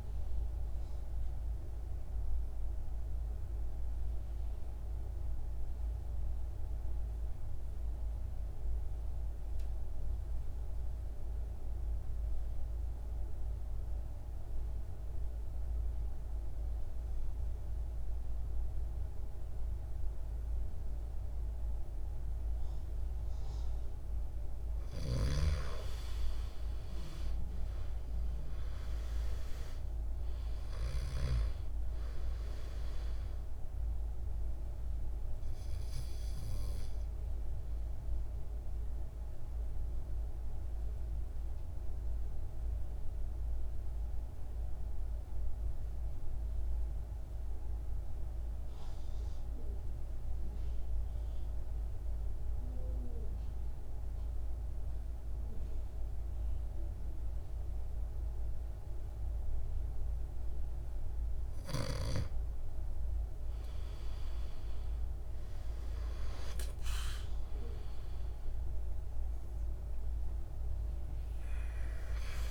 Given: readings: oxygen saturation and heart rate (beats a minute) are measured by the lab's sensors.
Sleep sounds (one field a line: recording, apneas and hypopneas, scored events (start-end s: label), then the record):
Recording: breathing in sleep by a room microphone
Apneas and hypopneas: 2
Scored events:
0.00-16.00 s: oxygen desaturation (device-marked, oxygen 89% lowest, heart rate 52 extreme)
2.00-24.00 s: mixed apnea (oxygen 99% before, 82% lowest, heart rate 57 before, 52 extreme, up 11 after)
24.00-57.00 s: oxygen desaturation (device-marked, oxygen 99% before, 82% lowest, heart rate 55 before, 52 extreme)
26.00-30.00 s: arousal
39.00-62.00 s: mixed apnea (oxygen 99% before, 82% lowest, heart rate 60 before, 52 extreme, up 10 after)
62.00-72.50 s: oxygen desaturation (device-marked, oxygen 99% before, 84% lowest, heart rate 54 before, 52 extreme)
64.00-67.50 s: arousal
From the record:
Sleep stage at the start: N2 (light sleep)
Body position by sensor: on the back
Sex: male